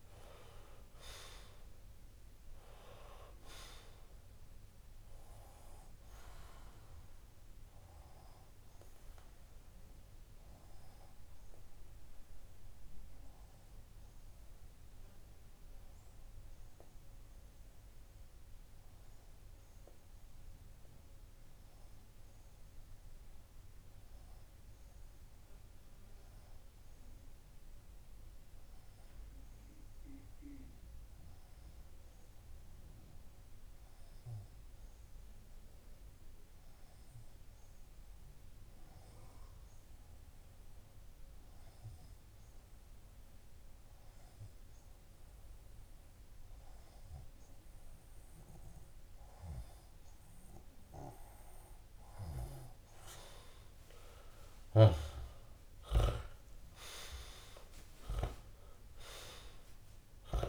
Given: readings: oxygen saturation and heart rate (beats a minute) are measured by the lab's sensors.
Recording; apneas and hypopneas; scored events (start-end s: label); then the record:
breathing in sleep by a room microphone; 1
0.00-8.00 s: oxygen desaturation (device-marked, oxygen 94% lowest)
8.00-51.00 s: obstructive apnea (oxygen 98% before, 95% lowest)
42.00-60.49 s: oxygen desaturation (device-marked, oxygen 99% before, 95% lowest)
54.00-57.50 s: arousal
From the record:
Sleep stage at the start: N2 (light sleep); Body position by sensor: on the left side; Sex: male